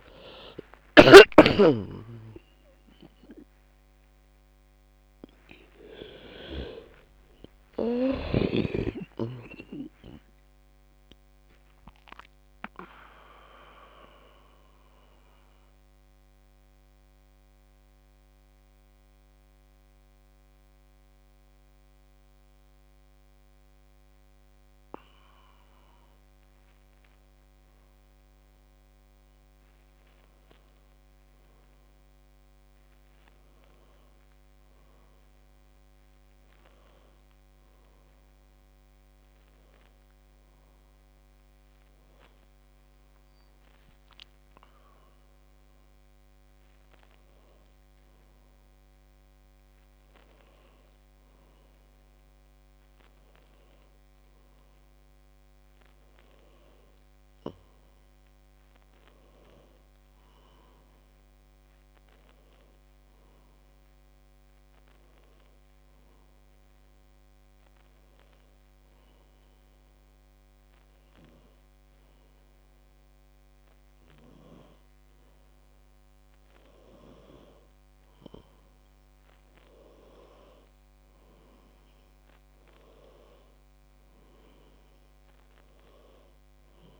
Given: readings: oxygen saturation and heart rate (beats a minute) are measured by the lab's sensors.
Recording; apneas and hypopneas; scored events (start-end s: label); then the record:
a person awake in a sleep study, by a microphone on the trachea; 1
54.50-84.50 s: new sleep stage, N1 (lightest sleep)
64.00-75.50 s: hypopnea (oxygen 98% before, 93% lowest, heart rate 66 before, 61 extreme, up 6 after)
77.50-81.00 s: arousal
81.50-87.00 s: oxygen desaturation (device-marked, oxygen 96% before, 93% lowest, heart rate 64 before, 61 extreme)
84.50-87.00 s: new sleep stage, N2 (light sleep)
From the record:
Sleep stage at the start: awake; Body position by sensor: on the back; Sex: female